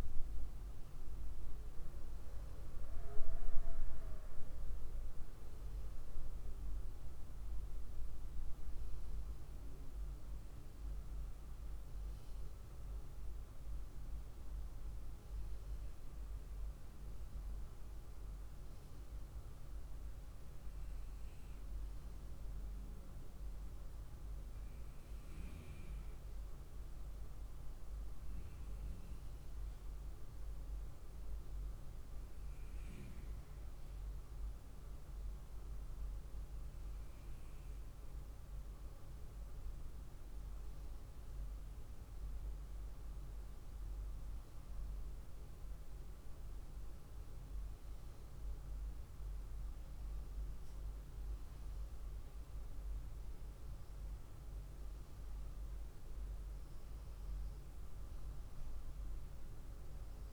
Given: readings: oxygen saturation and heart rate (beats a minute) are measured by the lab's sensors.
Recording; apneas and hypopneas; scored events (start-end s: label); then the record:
breathing in sleep, hard to hear, by a room microphone; none
none scored
From the record:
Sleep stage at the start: N1 (lightest sleep); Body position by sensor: on the right side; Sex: female